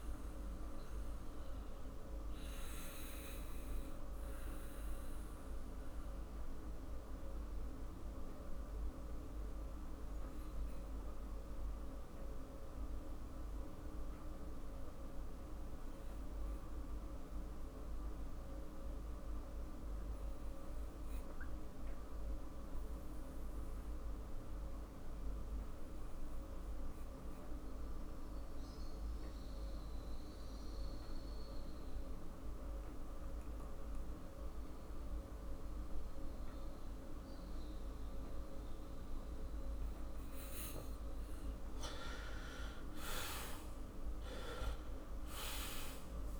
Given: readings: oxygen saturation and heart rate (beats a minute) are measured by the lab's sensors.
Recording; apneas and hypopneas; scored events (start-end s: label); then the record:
breathing in sleep, hard to hear, by a room microphone; 1
2.00-40.00 s: obstructive apnea (oxygen 96% before, 87% lowest, heart rate 54 before, 47 extreme, up 13 after)
18.00-31.00 s: oxygen desaturation (device-marked, oxygen 96% before, 87% lowest, heart rate 51 before, 49 extreme)
42.50-46.40 s: arousal
From the record:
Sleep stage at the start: N2 (light sleep); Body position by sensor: on the back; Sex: male